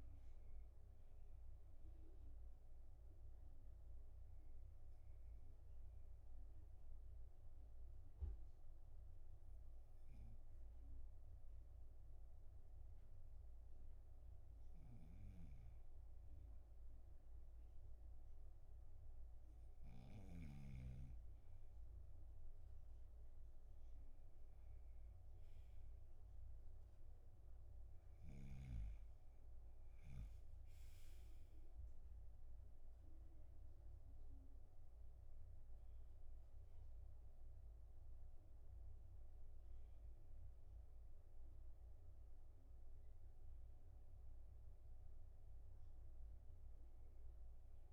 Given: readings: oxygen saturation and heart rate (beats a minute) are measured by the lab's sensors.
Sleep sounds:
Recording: breathing in sleep, hard to hear, by a room microphone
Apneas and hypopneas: 1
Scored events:
3.00-15.00 s: obstructive apnea (oxygen 99% before, 97% lowest, heart rate 44 before, 42 extreme, up 10 after)
24.00-29.00 s: arousal
From the record:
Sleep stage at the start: N2 (light sleep)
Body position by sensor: on the back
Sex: male

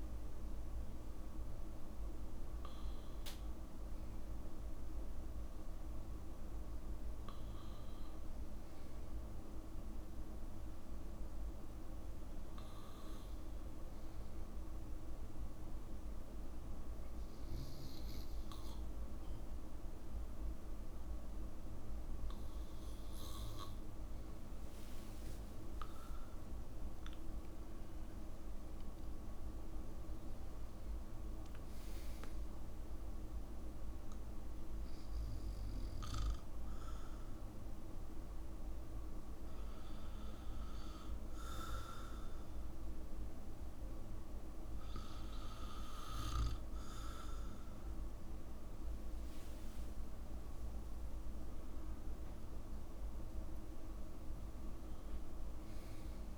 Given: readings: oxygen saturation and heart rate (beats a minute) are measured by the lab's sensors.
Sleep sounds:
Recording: breathing in sleep, hard to hear, by a room microphone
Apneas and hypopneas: 1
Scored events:
25.50-27.50 s: long interval between heartbeats (device-marked, heart rate 67 before, 84 extreme)
25.50-29.50 s: arousal
36.50-49.00 s: obstructive apnea (oxygen 94% before, 93% lowest, heart rate 74 before, 60 extreme, up 10 after)
51.00-54.50 s: arousal
From the record:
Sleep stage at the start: N2 (light sleep)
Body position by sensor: on the back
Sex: male

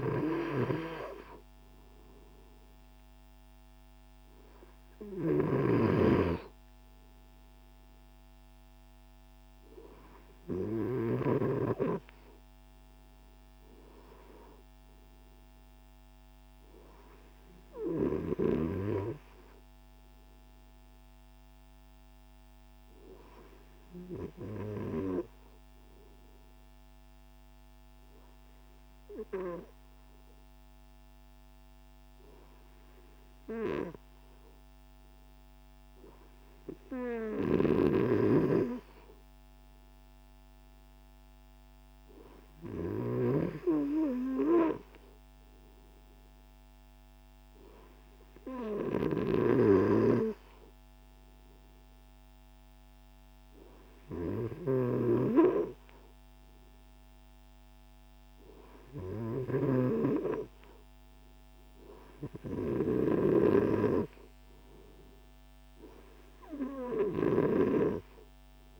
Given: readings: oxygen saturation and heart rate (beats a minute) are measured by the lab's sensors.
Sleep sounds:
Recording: breathing in sleep by a microphone on the trachea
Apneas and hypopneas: 1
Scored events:
17.00-58.50 s: obstructive apnea (oxygen 96% before, 94% lowest)
61.50-66.50 s: arousal
From the record:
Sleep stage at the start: N2 (light sleep)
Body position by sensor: on the right side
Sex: male

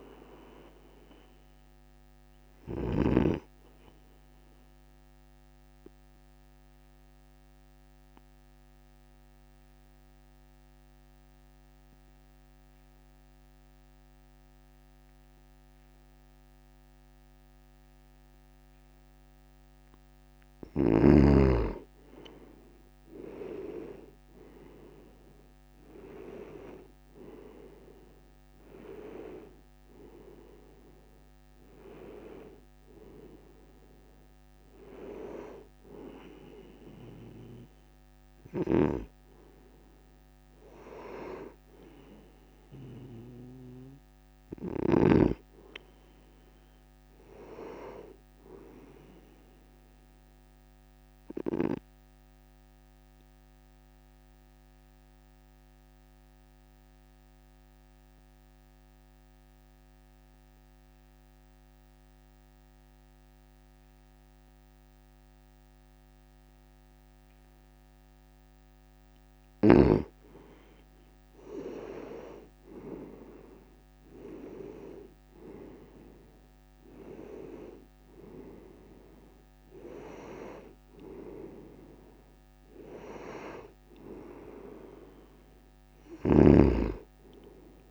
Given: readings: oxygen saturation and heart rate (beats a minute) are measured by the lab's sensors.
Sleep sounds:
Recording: breathing in sleep by a microphone on the trachea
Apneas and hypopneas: 2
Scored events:
4.50-19.50 s: obstructive apnea (oxygen 96% before, 91% lowest, heart rate 59 before, 56 extreme, up 5 after)
21.50-25.50 s: arousal
25.00-50.00 s: oxygen desaturation (device-marked, oxygen 95% before, 91% lowest, heart rate 59 before, 54 extreme)
46.50-49.00 s: arousal
51.00-68.00 s: obstructive apnea (oxygen 95% before, 92% lowest, heart rate 58 before, 54 extreme, up 8 after)
71.50-76.00 s: arousal
86.00-87.91 s: snoring (device-marked)
From the record:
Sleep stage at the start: N2 (light sleep)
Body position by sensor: on the right side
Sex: male

